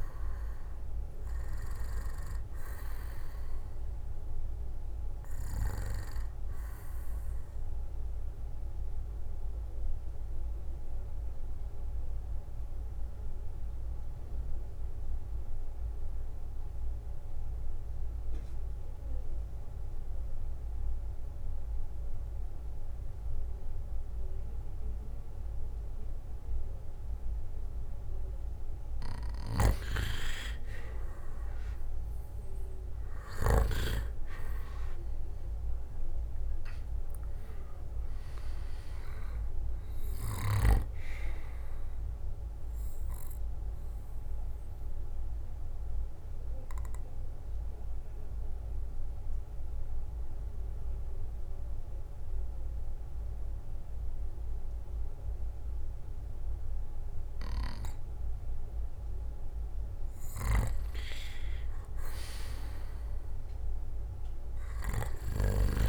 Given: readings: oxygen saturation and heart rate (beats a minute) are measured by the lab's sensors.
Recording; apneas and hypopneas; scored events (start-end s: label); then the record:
breathing in sleep by a room microphone; 2
0.00-17.50 s: oxygen desaturation (device-marked, oxygen 90% lowest, heart rate 56 extreme)
9.00-29.50 s: mixed apnea (oxygen 96% before, 86% lowest, heart rate 65 before, 55 extreme, up 12 after)
30.50-54.50 s: oxygen desaturation (device-marked, oxygen 97% before, 86% lowest, heart rate 59 before, 55 extreme)
32.50-36.00 s: arousal
42.00-60.00 s: obstructive apnea (oxygen 97% before, 86% lowest, heart rate 66 before, 55 extreme, up 10 after)
62.50-65.50 s: arousal
From the record:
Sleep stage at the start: N2 (light sleep); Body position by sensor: on the back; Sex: male